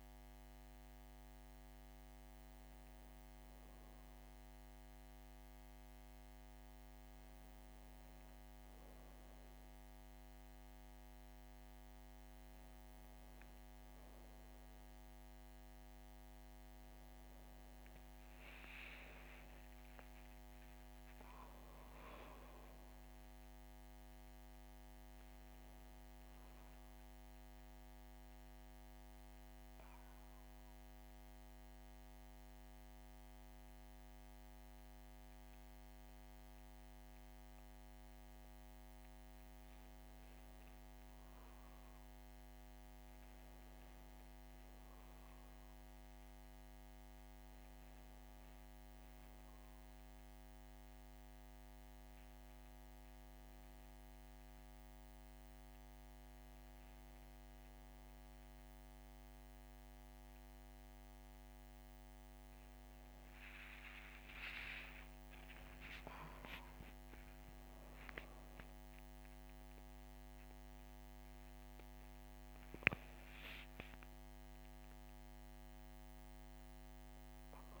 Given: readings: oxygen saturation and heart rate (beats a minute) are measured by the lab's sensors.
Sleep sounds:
breathing in sleep by a microphone on the trachea; 1
19.50-23.50 s: arousal
27.50-38.00 s: central apnea (oxygen 98% before, 96% lowest, heart rate 70 before, 62 extreme, up 1 after)
41.00-45.50 s: arousal
65.50-70.50 s: arousal
From the record:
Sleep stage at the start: N1 (lightest sleep); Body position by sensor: on the back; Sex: female

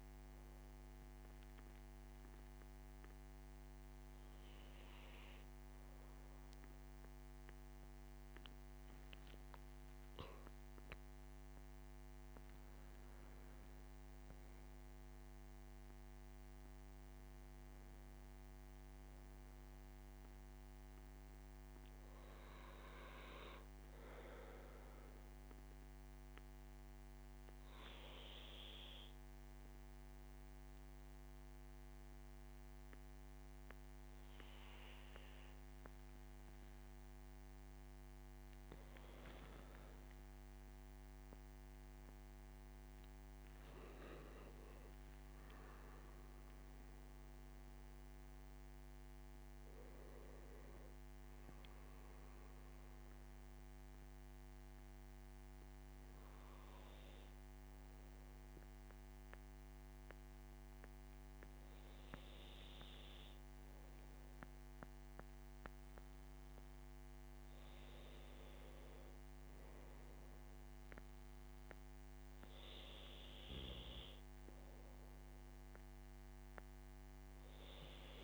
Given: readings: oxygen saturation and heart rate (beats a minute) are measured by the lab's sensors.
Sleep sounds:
breathing in sleep, hard to hear, by a microphone on the trachea; 1
14.00-18.00 s: arousal
23.50-37.50 s: obstructive apnea (oxygen 97% before, 95% lowest, heart rate 84 before, 77 extreme, up 6 after)
40.50-44.50 s: arousal
From the record:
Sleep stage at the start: N2 (light sleep); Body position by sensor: on the right side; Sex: male

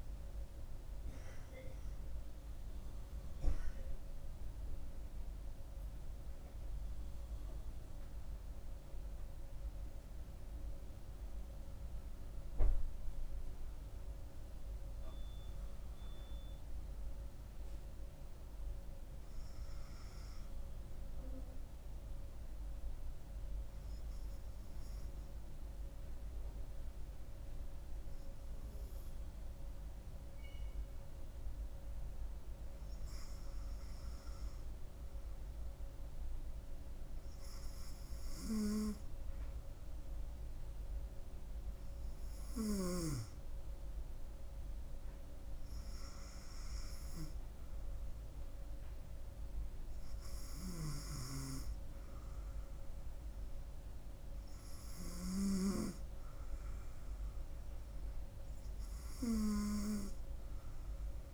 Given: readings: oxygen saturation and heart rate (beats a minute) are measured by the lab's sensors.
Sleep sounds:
breathing in sleep by a room microphone; 1
22.00-37.00 s: hypopnea (oxygen 98% before, 95% lowest, heart rate 77 before, 69 extreme, up 3 after)
39.50-43.00 s: arousal
From the record:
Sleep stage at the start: N2 (light sleep); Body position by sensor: on the front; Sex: female

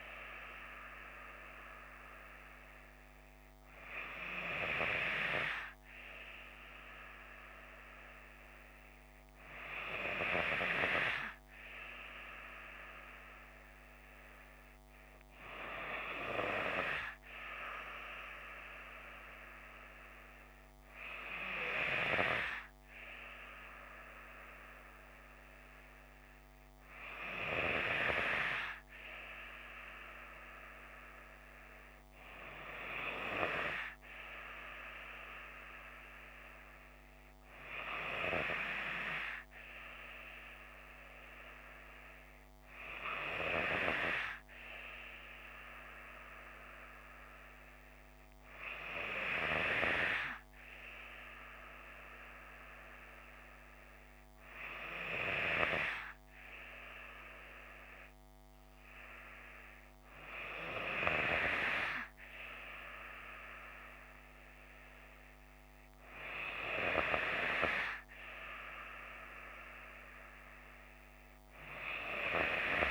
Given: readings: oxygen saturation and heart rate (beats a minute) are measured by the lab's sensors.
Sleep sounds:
breathing in sleep by a microphone on the trachea; none
none scored
From the record:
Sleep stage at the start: N3 (deep sleep); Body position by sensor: on the left side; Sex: female

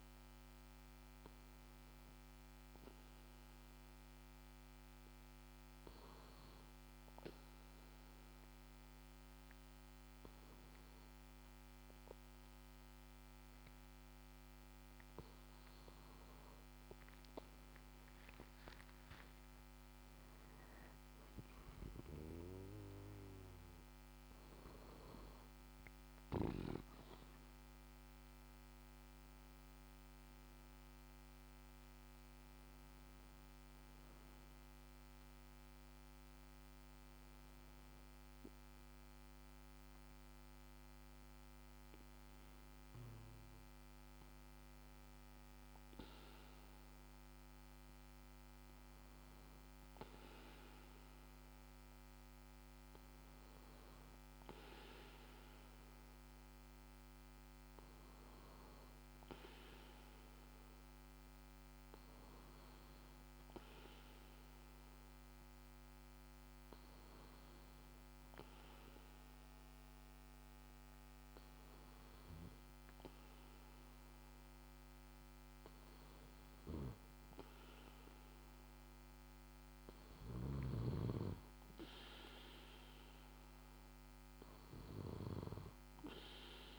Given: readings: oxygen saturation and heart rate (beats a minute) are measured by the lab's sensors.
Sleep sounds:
breathing in sleep by a microphone on the trachea; 1
4.50-15.50 s: hypopnea (oxygen 95% before, 92% lowest, heart rate 58 before, 52 extreme, up 11 after)
19.50-23.50 s: arousal
22.00-37.00 s: oxygen desaturation (device-marked, oxygen 95% before, 92% lowest, heart rate 59 before, 51 extreme)
From the record:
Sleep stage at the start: N2 (light sleep); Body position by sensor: on the back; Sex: male

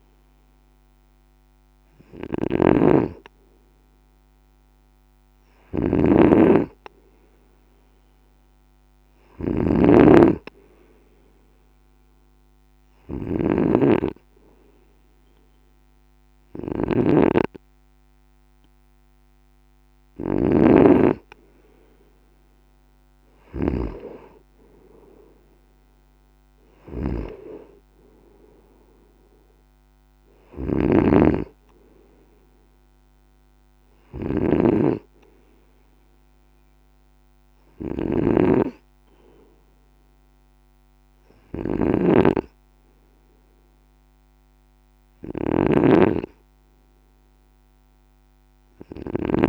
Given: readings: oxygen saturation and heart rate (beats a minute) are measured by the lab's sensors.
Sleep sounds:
breathing in sleep by a microphone on the trachea; 1
0.00-24.00 s: snoring (device-marked)
4.50-7.50 s: arousal
11.00-21.50 s: hypopnea (oxygen 95% before, 95% lowest, heart rate 55 before, 52 extreme, up 4 after)
24.00-28.00 s: arousal
30.50-49.49 s: snoring (device-marked)
From the record:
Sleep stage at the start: N2 (light sleep); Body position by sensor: on the right side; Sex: male

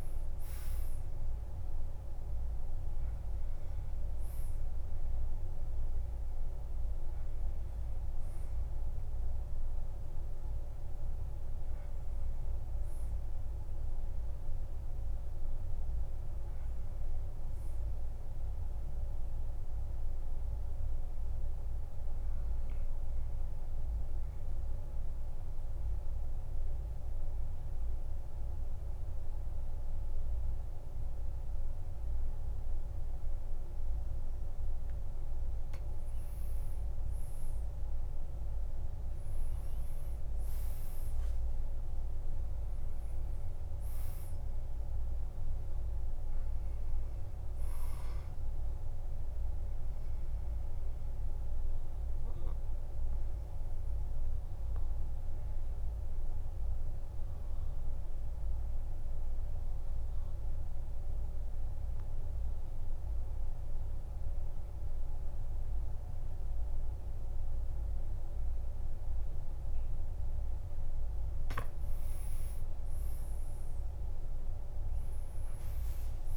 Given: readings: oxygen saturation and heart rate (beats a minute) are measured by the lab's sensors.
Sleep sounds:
breathing in sleep, hard to hear, by a room microphone; 2
0.00-20.50 s: oxygen desaturation (device-marked, oxygen 90% lowest, heart rate 48 extreme)
19.00-21.50 s: arousal
24.00-34.50 s: central apnea (oxygen 99% before, 92% lowest, heart rate 55 before, 48 extreme, up 13 after)
25.50-76.37 s: new sleep stage, N2 (light sleep)
37.00-41.50 s: arousal
42.50-62.50 s: oxygen desaturation (device-marked, oxygen 99% before, 95% lowest, heart rate 53 before, 48 extreme)
50.00-69.50 s: mixed apnea (oxygen 99% before, 92% lowest, heart rate 57 before, 48 extreme, up 12 after)
72.50-76.00 s: arousal
From the record:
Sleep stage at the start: N1 (lightest sleep); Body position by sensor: on the back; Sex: male

